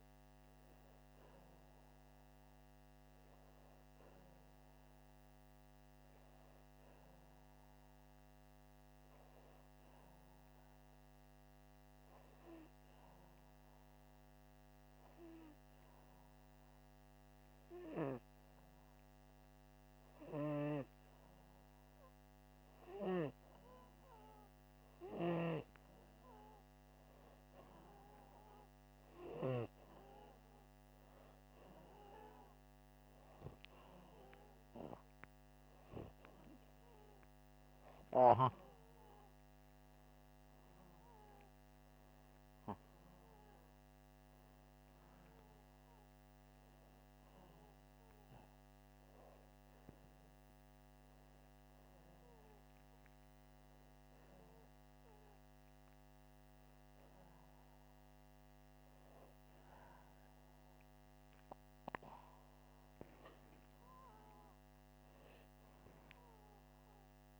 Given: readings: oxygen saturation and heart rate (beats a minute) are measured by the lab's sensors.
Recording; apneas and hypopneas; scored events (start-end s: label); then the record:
breathing in sleep by a microphone on the trachea; none
23.50-51.50 s: oxygen desaturation (device-marked, oxygen 97% before, 93% lowest, heart rate 81 before, 82 extreme)
39.50-43.50 s: arousal
From the record:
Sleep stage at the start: N2 (light sleep); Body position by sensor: upright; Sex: male